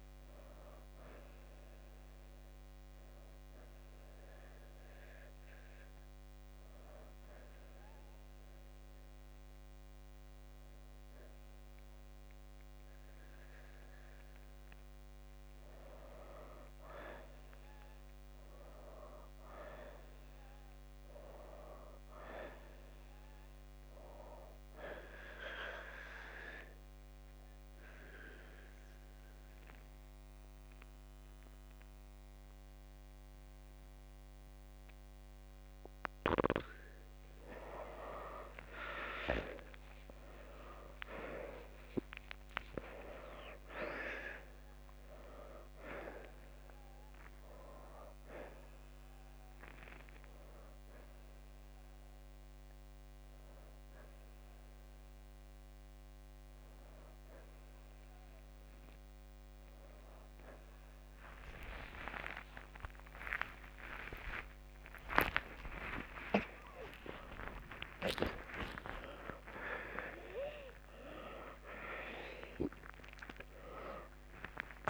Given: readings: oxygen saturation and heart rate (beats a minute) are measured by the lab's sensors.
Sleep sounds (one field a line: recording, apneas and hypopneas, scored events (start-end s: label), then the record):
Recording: a person partly awake in a sleep study, by a microphone on the trachea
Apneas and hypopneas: 2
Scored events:
2.50-15.00 s: hypopnea (oxygen 94% before, 85% lowest, heart rate 64 before, 58 extreme, up 1 after)
9.00-22.00 s: oxygen desaturation (device-marked, oxygen 93% before, 85% lowest, heart rate 64 before, 58 extreme)
17.00-21.00 s: arousal
26.00-37.00 s: central apnea (oxygen 95% before, 85% lowest, heart rate 68 before, 58 extreme, up 18 after)
27.00-39.00 s: oxygen desaturation (device-marked, oxygen 95% before, 89% lowest, heart rate 68 before, 58 extreme)
48.00-74.90 s: new sleep stage, awake
57.00-67.00 s: oxygen desaturation (device-marked, oxygen 93% before, 85% lowest, heart rate 69 before, 28 extreme)
From the record:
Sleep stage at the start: N2 (light sleep)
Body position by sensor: on the back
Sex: male